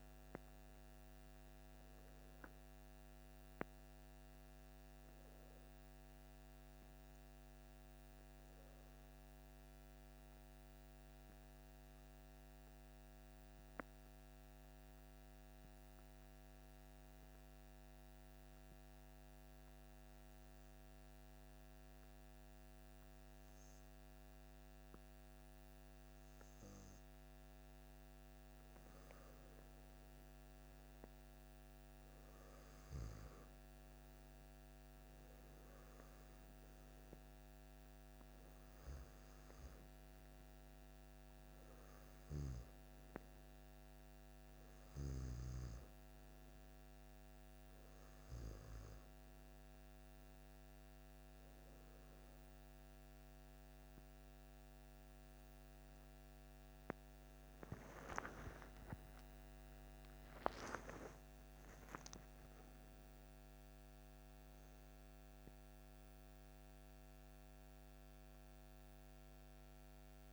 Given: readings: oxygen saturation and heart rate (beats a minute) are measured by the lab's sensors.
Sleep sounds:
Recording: breathing in sleep by a microphone on the trachea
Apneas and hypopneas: 1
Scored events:
11.50-27.00 s: obstructive apnea (oxygen 98% before, 93% lowest, heart rate 95 before, 51 extreme, up 6 after)
29.00-34.50 s: arousal
34.00-55.00 s: oxygen desaturation (device-marked, oxygen 98% before, 93% lowest, heart rate 53 before, 53 extreme)
58.00-64.50 s: arousal
61.50-63.50 s: long interval between heartbeats (device-marked, heart rate 58 before, 71 extreme)
From the record:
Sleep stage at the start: N2 (light sleep)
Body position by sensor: on the back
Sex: male

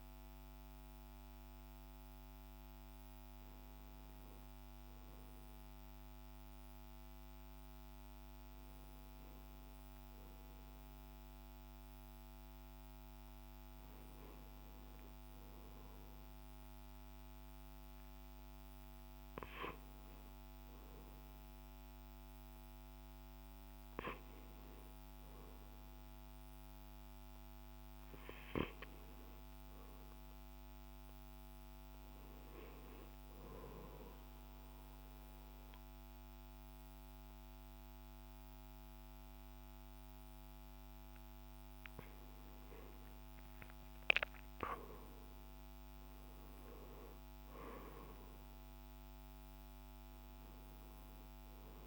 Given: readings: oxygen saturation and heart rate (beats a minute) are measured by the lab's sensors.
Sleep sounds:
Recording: a person partly awake in a sleep study, hard to hear, by a microphone on the trachea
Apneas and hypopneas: 2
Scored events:
0.00-11.00 s: oxygen desaturation (device-marked, oxygen 89% lowest)
3.00-51.87 s: new sleep stage, N1 (lightest sleep)
5.50-19.50 s: hypopnea (oxygen 94% before, 89% lowest)
21.50-25.50 s: arousal
25.00-43.00 s: oxygen desaturation (device-marked, oxygen 96% before, 91% lowest)
33.00-43.00 s: obstructive apnea (oxygen 96% before, 88% lowest)
45.00-49.00 s: arousal
From the record:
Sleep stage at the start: awake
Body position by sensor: on the left side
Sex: male

